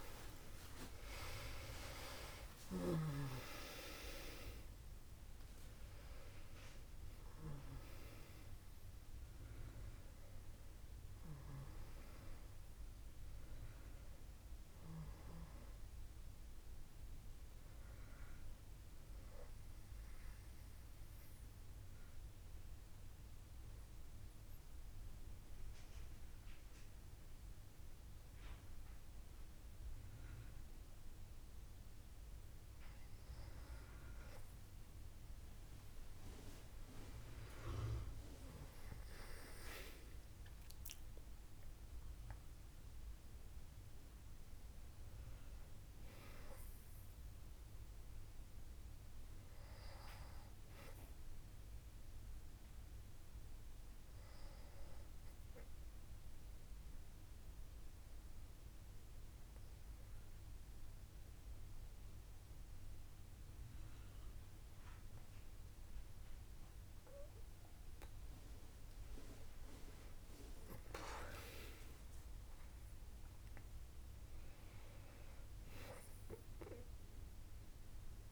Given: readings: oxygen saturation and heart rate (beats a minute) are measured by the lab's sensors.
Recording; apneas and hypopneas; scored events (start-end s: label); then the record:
a person partly awake in a sleep study, by a room microphone; 2
6.50-36.50 s: new sleep stage, N1 (lightest sleep)
19.50-32.50 s: obstructive apnea (oxygen 98% before, 97% lowest, heart rate 96 before, 67 extreme, up 7 after)
36.50-40.50 s: arousal
36.50-78.32 s: new sleep stage, N2 (light sleep)
55.50-69.00 s: obstructive apnea (oxygen 100% before, 97% lowest, heart rate 73 before, 61 extreme, up 7 after)
70.50-74.50 s: arousal
From the record:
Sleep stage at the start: awake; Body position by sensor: on the back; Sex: female